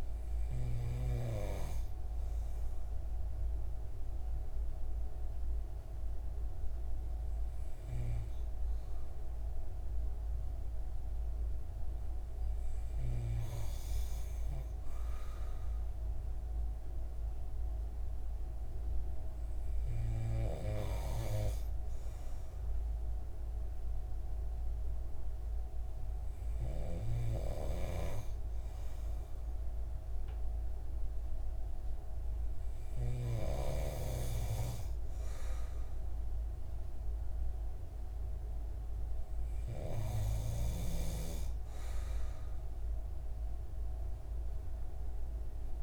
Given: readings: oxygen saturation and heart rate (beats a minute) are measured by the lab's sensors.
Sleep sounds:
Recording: breathing in sleep by a room microphone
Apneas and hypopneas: none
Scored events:
0.00-8.50 s: oxygen desaturation (device-marked, oxygen 92% lowest)
From the record:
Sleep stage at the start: N2 (light sleep)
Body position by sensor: on the right side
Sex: male

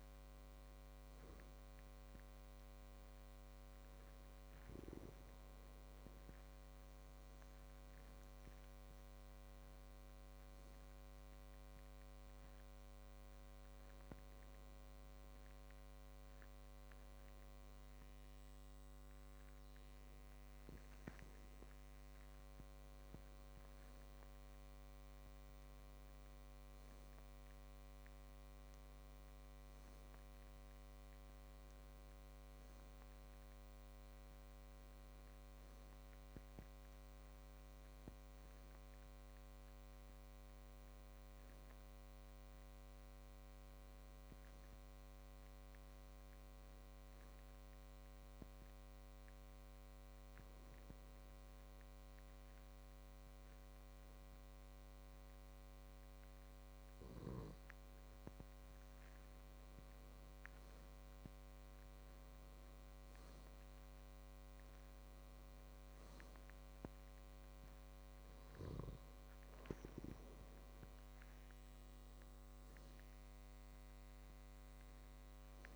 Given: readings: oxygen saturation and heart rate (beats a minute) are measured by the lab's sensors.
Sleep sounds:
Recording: breathing in sleep, hard to hear, by a microphone on the trachea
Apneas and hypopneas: 2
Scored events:
13.50-24.50 s: obstructive apnea (oxygen 96% before, 93% lowest, heart rate 64 before, 59 extreme, up 8 after)
27.50-31.00 s: arousal
50.00-61.00 s: mixed apnea (oxygen 97% before, 93% lowest, heart rate 63 before, 60 extreme, up 7 after)
63.00-66.50 s: arousal
From the record:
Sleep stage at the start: N2 (light sleep)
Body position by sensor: on the back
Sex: male

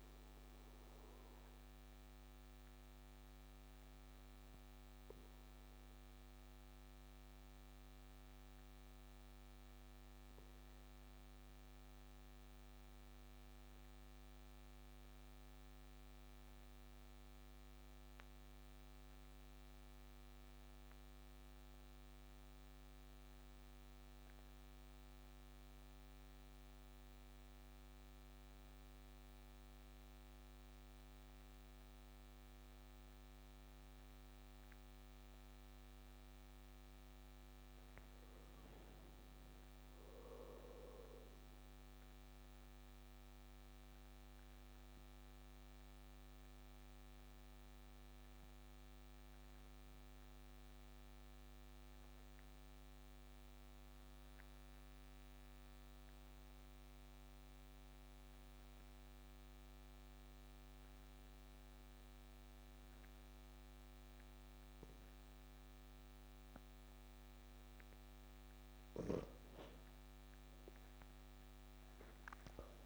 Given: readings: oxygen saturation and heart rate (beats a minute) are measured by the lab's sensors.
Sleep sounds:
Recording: breathing in sleep, hard to hear, by a microphone on the trachea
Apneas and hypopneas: 2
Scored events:
0.00-12.00 s: oxygen desaturation (device-marked, oxygen 94% lowest)
1.50-35.50 s: obstructive apnea (oxygen 97% before, 92% lowest)
37.00-40.50 s: arousal
43.00-50.00 s: oxygen desaturation (device-marked, oxygen 96% before, 93% lowest)
44.50-67.50 s: obstructive apnea (oxygen 98% before, 92% lowest)
69.50-72.85 s: arousal
From the record:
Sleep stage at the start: N2 (light sleep)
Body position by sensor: on the back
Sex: male

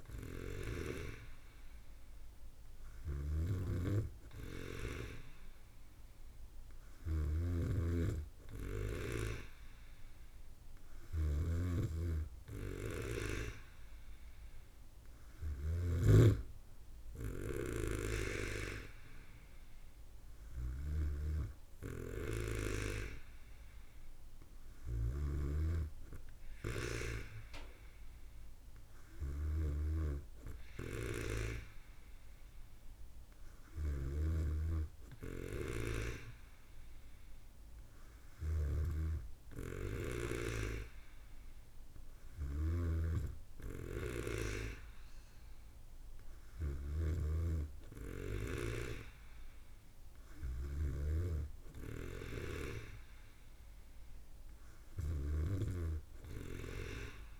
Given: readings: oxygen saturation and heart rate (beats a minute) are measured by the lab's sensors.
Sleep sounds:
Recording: breathing in sleep by a room microphone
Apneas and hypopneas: none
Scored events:
3.50-16.50 s: snoring (device-marked)
34.00-40.50 s: snoring (device-marked)
42.50-47.50 s: snoring (device-marked)
From the record:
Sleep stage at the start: N3 (deep sleep)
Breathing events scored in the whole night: 200 in 7.3 hours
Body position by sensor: on the back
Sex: female

